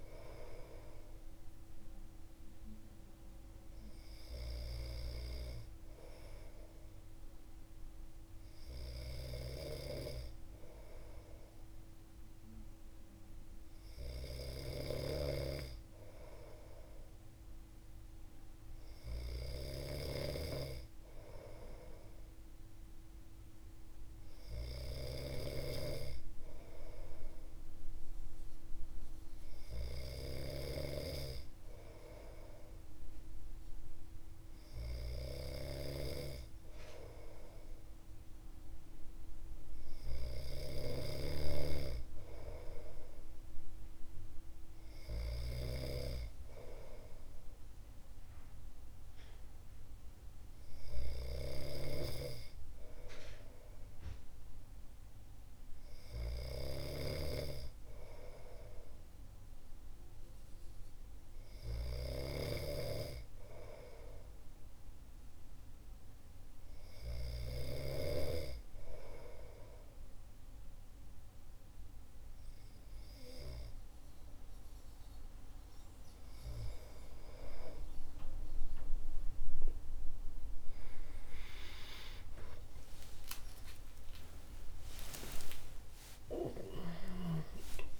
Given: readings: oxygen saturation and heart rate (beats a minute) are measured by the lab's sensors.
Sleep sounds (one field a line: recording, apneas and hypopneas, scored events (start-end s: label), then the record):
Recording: breathing in sleep by a room microphone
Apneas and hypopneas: none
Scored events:
14.00-45.00 s: snoring (device-marked)
51.00-67.00 s: snoring (device-marked)
71.50-87.99 s: new sleep stage, N1 (lightest sleep)
80.50-86.50 s: arousal
From the record:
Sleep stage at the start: N2 (light sleep)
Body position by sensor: on the back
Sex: male